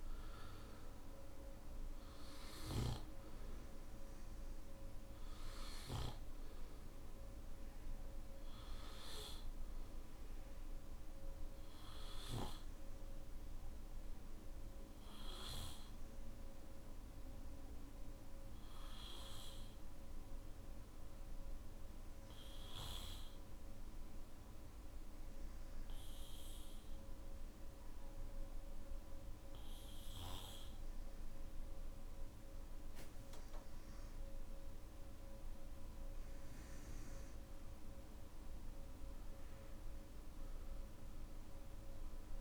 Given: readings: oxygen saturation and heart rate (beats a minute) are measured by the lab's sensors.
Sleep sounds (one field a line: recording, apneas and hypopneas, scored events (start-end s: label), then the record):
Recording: breathing in sleep by a room microphone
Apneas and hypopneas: 1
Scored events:
0.00-8.00 s: oxygen desaturation (device-marked, oxygen 92% lowest, heart rate 54 extreme)
14.00-36.50 s: obstructive apnea (oxygen 97% before, 93% lowest, heart rate 60 before, 54 extreme, up 19 after)
37.00-42.41 s: oxygen desaturation (device-marked, oxygen 97% before, 94% lowest, heart rate 58 before, 61 extreme)
From the record:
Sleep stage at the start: N1 (lightest sleep)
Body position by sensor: on the back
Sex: male